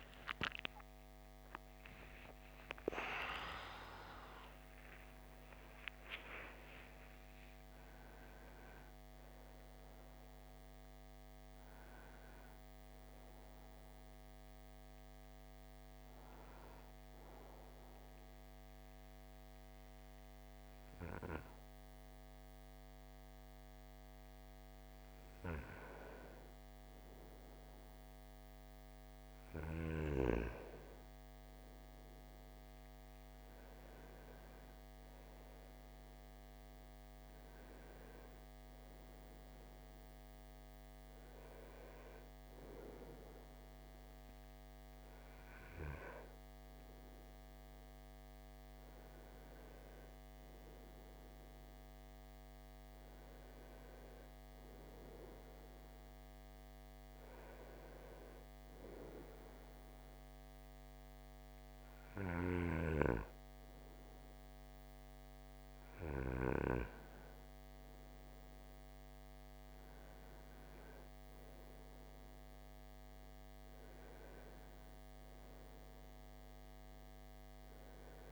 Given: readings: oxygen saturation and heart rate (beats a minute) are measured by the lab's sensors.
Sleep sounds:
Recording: breathing in sleep by a microphone on the trachea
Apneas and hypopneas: 1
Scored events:
0.00-12.50 s: oxygen desaturation (device-marked, oxygen 91% lowest)
2.00-8.00 s: arousal
15.00-26.50 s: obstructive apnea (oxygen 95% before, 93% lowest)
24.50-54.50 s: new sleep stage, N1 (lightest sleep)
30.50-35.00 s: arousal
38.50-54.50 s: oxygen desaturation (device-marked, oxygen 96% before, 93% lowest, heart rate 48 before, 58 extreme)
54.50-78.32 s: new sleep stage, N2 (light sleep)
From the record:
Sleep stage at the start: N2 (light sleep)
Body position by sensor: on the right side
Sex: male

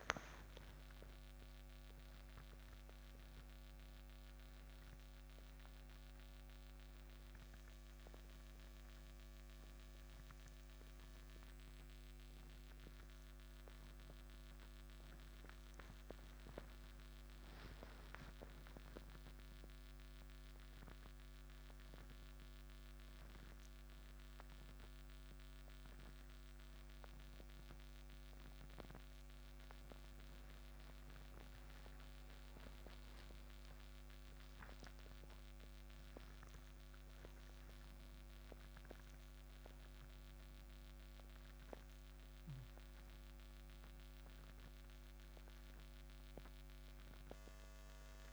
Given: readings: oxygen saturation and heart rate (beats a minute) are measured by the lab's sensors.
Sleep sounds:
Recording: a person awake in a sleep study, by a microphone on the trachea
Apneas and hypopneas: none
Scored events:
10.00-24.00 s: oxygen desaturation (device-marked, oxygen 93% before, 90% lowest, heart rate 135 before, 49 extreme)
From the record:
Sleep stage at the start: awake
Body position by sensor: on the right side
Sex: male

